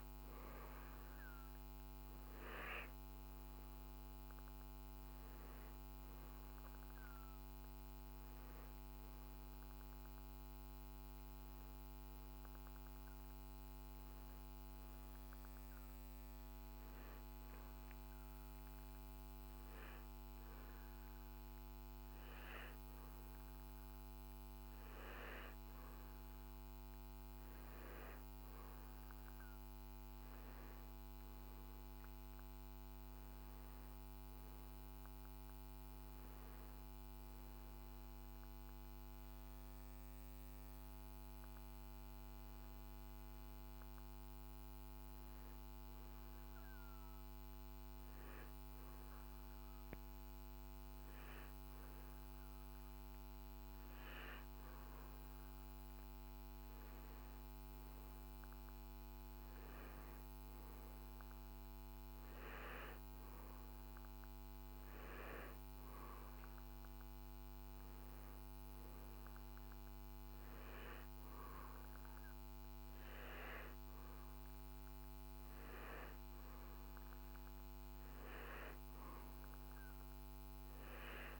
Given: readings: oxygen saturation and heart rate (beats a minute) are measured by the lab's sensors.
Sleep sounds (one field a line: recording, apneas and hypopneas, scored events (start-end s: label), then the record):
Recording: breathing in sleep, hard to hear, by a microphone on the trachea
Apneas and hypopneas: 2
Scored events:
2.00-14.00 s: oxygen desaturation (device-marked, oxygen 98% before, 92% lowest, heart rate 57 before, 55 extreme)
11.00-24.50 s: hypopnea (oxygen 98% before, 93% lowest, heart rate 59 before, 55 extreme, up 7 after)
27.50-31.00 s: arousal
41.00-56.00 s: hypopnea (oxygen 96% before, 93% lowest, heart rate 61 before, 54 extreme, up 10 after)
58.00-61.50 s: arousal
From the record:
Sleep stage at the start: N2 (light sleep)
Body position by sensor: on the back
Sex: male